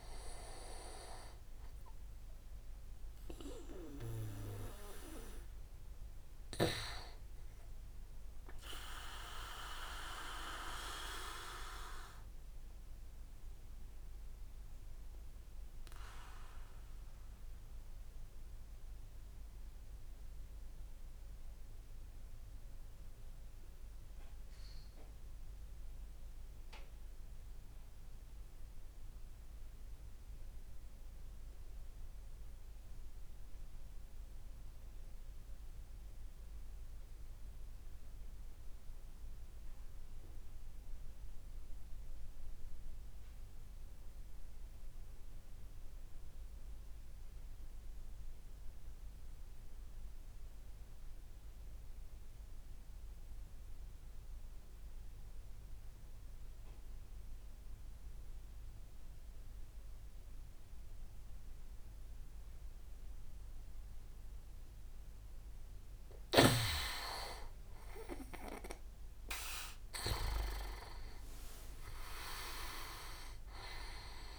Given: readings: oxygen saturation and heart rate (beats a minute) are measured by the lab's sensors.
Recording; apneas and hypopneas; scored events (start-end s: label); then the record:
breathing in sleep by a room microphone; 1
9.50-64.00 s: obstructive apnea (oxygen 100% before, 94% lowest, heart rate 78 before, 53 extreme, up 26 after)
16.00-26.00 s: oxygen desaturation (device-marked, oxygen 99% before, 96% lowest, heart rate 64 before, 53 extreme)
43.00-69.00 s: oxygen desaturation (device-marked, oxygen 99% before, 94% lowest, heart rate 55 before, 53 extreme)
67.50-72.50 s: arousal
70.50-73.00 s: leg movement (device-marked)
From the record:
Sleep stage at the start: REM sleep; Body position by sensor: on the back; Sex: male